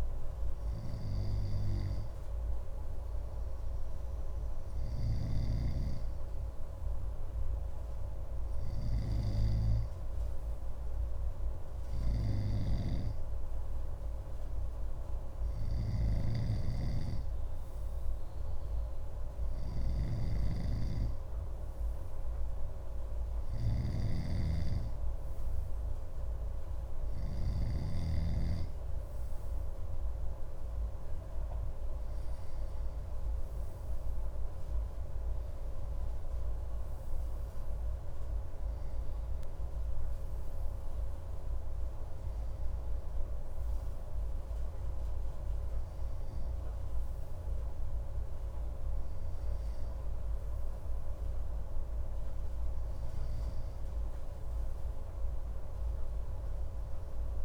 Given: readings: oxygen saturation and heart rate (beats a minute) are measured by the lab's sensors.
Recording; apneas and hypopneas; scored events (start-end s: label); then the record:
breathing in sleep by a room microphone; none
5.00-9.50 s: snoring (device-marked)
15.50-28.00 s: snoring (device-marked)
From the record:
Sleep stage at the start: N2 (light sleep); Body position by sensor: on the left side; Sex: male